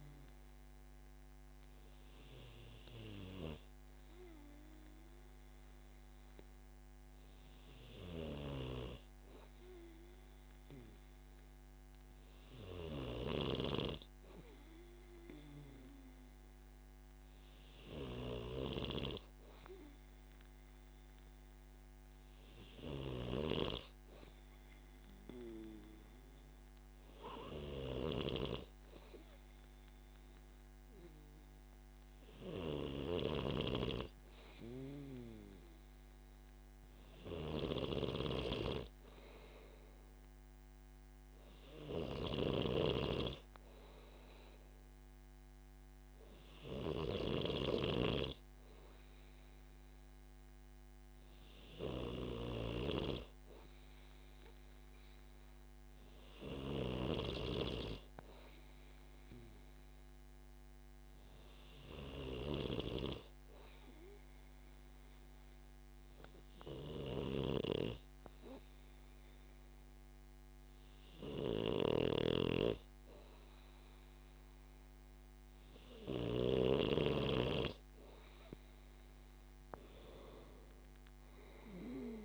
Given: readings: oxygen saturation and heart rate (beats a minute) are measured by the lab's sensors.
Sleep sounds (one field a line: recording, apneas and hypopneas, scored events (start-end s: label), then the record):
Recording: breathing in sleep by a microphone on the trachea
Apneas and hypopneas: none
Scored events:
33.00-57.50 s: snoring (device-marked)
67.00-76.50 s: snoring (device-marked)
From the record:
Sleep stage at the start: N2 (light sleep)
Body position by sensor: on the back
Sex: male